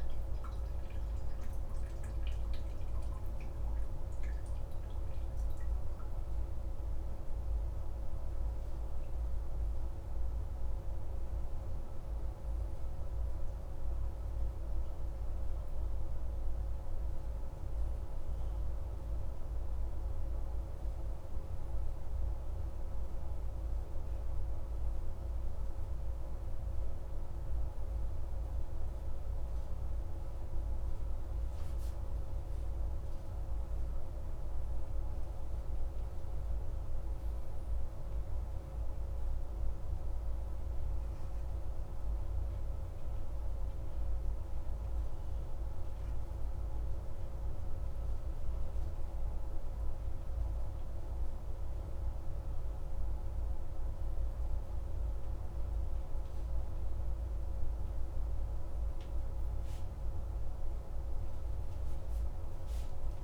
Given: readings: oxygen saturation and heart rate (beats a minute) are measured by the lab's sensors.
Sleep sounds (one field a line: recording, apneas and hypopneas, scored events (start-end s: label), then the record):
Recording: a person awake in a sleep study, hard to hear, by a room microphone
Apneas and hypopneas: none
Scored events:
none scored
From the record:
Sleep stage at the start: awake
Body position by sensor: upright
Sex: male